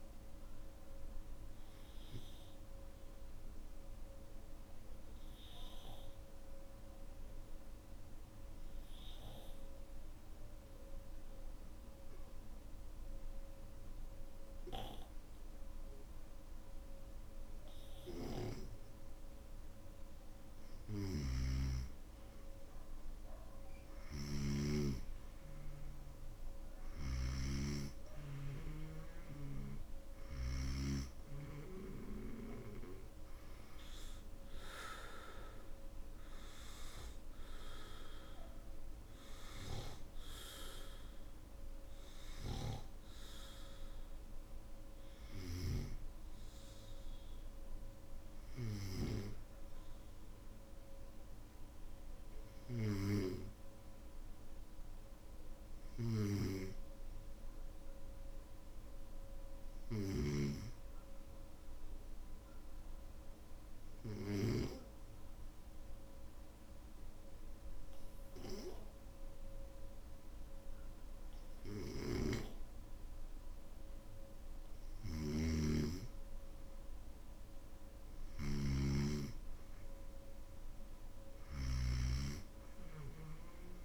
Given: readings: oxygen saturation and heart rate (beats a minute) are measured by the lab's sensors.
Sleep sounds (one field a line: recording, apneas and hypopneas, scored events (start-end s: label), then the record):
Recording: breathing in sleep by a room microphone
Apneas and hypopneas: 2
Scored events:
2.50-19.00 s: obstructive apnea (oxygen 97% before, 93% lowest, heart rate 56 before, 51 extreme, up 7 after)
21.00-27.50 s: snoring (device-marked)
21.50-38.50 s: oxygen desaturation (device-marked, oxygen 97% before, 93% lowest, heart rate 53 before, 52 extreme)
53.50-83.84 s: new sleep stage, N2 (light sleep)
61.00-75.00 s: obstructive apnea (oxygen 98% before, 93% lowest, heart rate 54 before, 51 extreme, up 4 after)
71.50-82.00 s: snoring (device-marked)
77.50-83.84 s: oxygen desaturation (device-marked, oxygen 98% before, 93% lowest, heart rate 54 before, 51 extreme)
From the record:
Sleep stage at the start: N1 (lightest sleep)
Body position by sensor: on the back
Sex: male